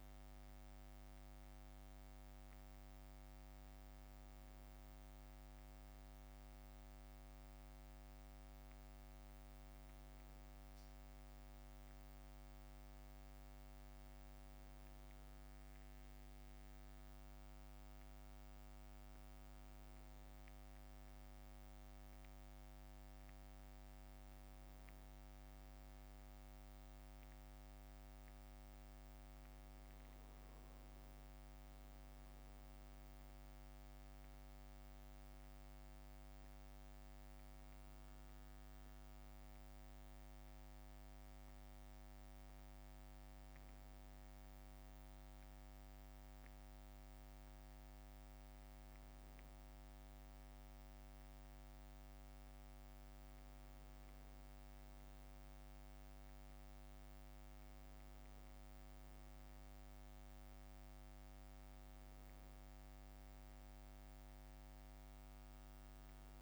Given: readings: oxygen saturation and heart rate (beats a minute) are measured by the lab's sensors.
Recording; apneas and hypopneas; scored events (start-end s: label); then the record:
a person awake in a sleep study, hard to hear, by a microphone on the trachea; none
none scored
From the record:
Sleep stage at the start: awake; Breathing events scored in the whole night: 399 in 4.6 hours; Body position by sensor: on the back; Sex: male